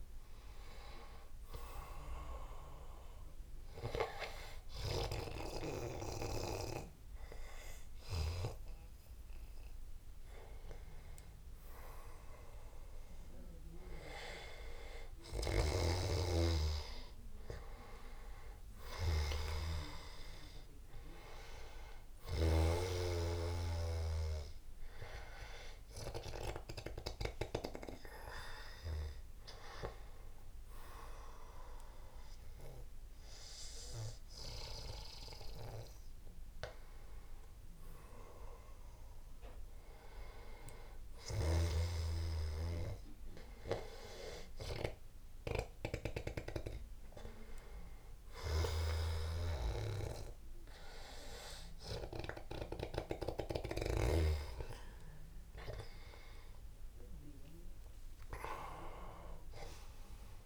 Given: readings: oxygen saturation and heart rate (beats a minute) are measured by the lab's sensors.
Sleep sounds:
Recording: breathing in sleep by a room microphone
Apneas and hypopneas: none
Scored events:
57.00-60.45 s: new sleep stage, N2 (light sleep)
57.50-60.45 s: arousal
From the record:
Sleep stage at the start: N1 (lightest sleep)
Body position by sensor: on the back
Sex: male

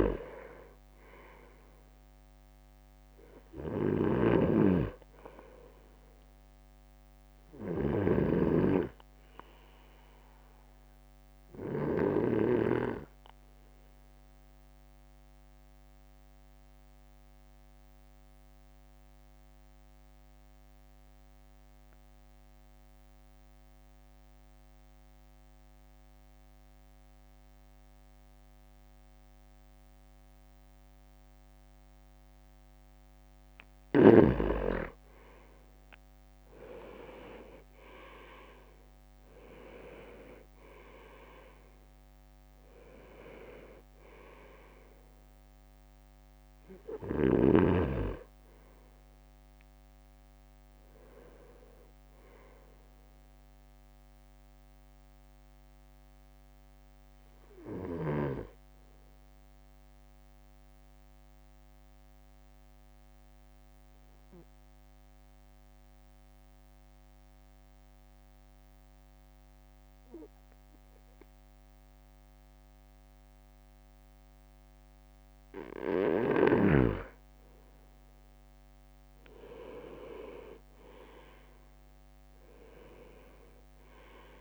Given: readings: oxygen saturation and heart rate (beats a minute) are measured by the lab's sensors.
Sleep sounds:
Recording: breathing in sleep by a microphone on the trachea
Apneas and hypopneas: 2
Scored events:
0.00-12.50 s: snoring (device-marked)
13.00-33.00 s: obstructive apnea (oxygen 100% before, 96% lowest, heart rate 57 before, 52 extreme, up 7 after)
35.50-37.00 s: leg movement (device-marked)
37.50-59.50 s: drop in pulse transit time (device-marked, heart rate 53 before, 53 extreme)
38.00-39.00 s: leg movement (device-marked)
38.00-43.00 s: arousal
60.00-77.00 s: obstructive apnea (oxygen 98% before, 96% lowest, heart rate 57 before, 52 extreme, up 4 after)
78.50-79.50 s: leg movement (device-marked)
80.50-83.00 s: leg movement (device-marked)
80.50-84.41 s: drop in pulse transit time (device-marked, heart rate 55 before, 53 extreme)
81.00-84.41 s: arousal
From the record:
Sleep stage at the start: N2 (light sleep)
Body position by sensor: on the right side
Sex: male

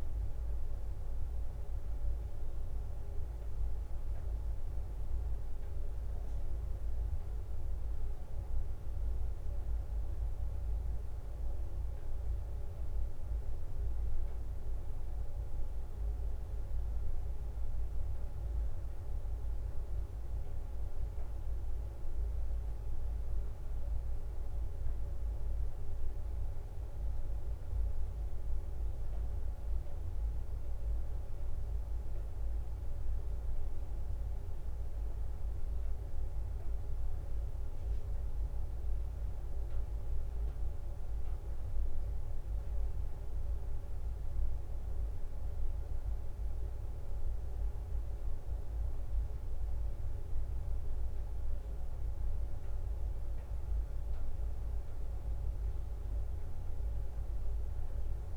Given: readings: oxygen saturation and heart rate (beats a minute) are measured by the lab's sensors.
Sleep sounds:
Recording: a person awake in a sleep study, hard to hear, by a room microphone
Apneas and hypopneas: none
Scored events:
48.00-58.37 s: drop in pulse transit time (device-marked, heart rate 62 before, 63 extreme)
From the record:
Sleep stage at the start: awake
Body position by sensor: on the back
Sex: female

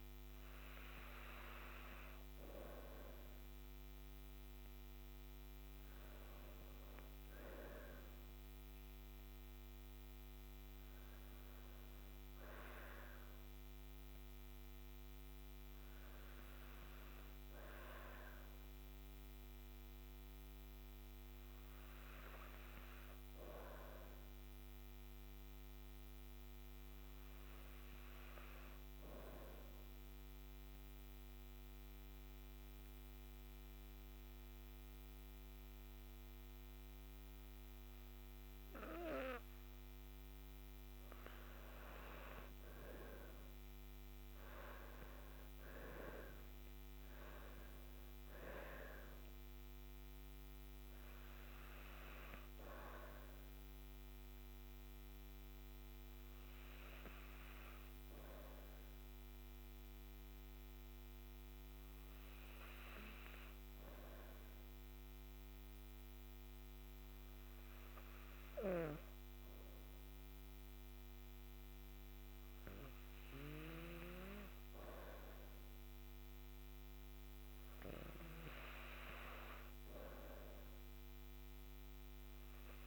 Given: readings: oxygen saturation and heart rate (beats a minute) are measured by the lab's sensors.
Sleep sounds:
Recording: breathing in sleep by a microphone on the trachea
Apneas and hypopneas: 2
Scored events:
30.50-40.50 s: obstructive apnea (oxygen 96% before, 91% lowest, heart rate 91 before, 46 extreme)
43.00-47.00 s: arousal
54.00-75.00 s: hypopnea (oxygen 97% before, 91% lowest, heart rate 80 before, 113 extreme, up 43 after)
56.50-67.50 s: oxygen desaturation (device-marked, oxygen 96% before, 91% lowest, heart rate 88 before, 113 extreme)
76.00-79.50 s: arousal
From the record:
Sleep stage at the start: N2 (light sleep)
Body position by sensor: on the back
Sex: female

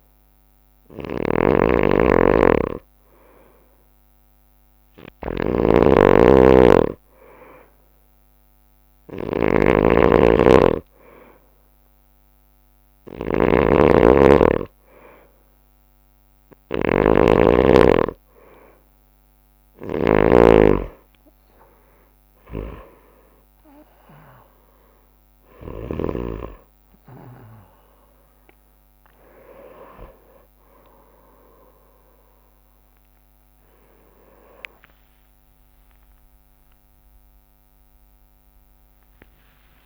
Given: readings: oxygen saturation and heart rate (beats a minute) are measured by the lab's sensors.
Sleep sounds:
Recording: breathing in sleep by a microphone on the trachea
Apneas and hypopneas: none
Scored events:
0.00-18.00 s: bradycardia (device-marked, heart rate 54 extreme)
0.00-26.00 s: snoring (device-marked)
9.00-15.00 s: drop in pulse transit time (device-marked, heart rate 58 before, 56 extreme)
11.50-13.50 s: long interval between heartbeats (device-marked, heart rate 58 before, 59 extreme)
13.50-15.50 s: long interval between heartbeats (device-marked, heart rate 58 before, 56 extreme)
27.00-39.86 s: drop in pulse transit time (device-marked, heart rate 60 before, 67 extreme)
32.00-34.00 s: long interval between heartbeats (device-marked, heart rate 63 before, 74 extreme)
34.50-36.50 s: long interval between heartbeats (device-marked, heart rate 64 before, 89 extreme)
From the record:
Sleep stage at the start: N2 (light sleep)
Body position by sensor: on the right side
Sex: male

